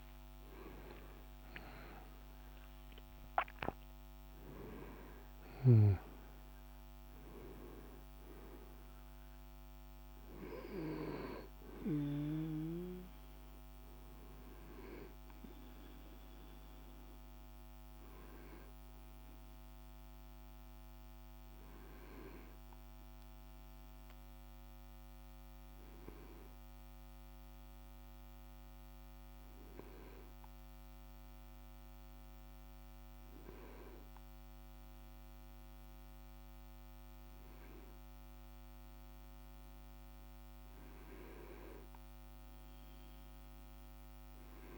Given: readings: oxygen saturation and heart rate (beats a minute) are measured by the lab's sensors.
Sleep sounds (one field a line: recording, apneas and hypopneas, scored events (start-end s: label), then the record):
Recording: breathing in sleep by a microphone on the trachea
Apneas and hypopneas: 1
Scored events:
0.00-2.00 s: arousal
2.00-25.00 s: oxygen desaturation (device-marked, oxygen 97% before, 93% lowest, heart rate 57 before, 50 extreme)
18.50-39.50 s: hypopnea (oxygen 97% before, 93% lowest, heart rate 61 before, 50 extreme, up 1 after)
From the record:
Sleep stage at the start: N2 (light sleep)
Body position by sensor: on the back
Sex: male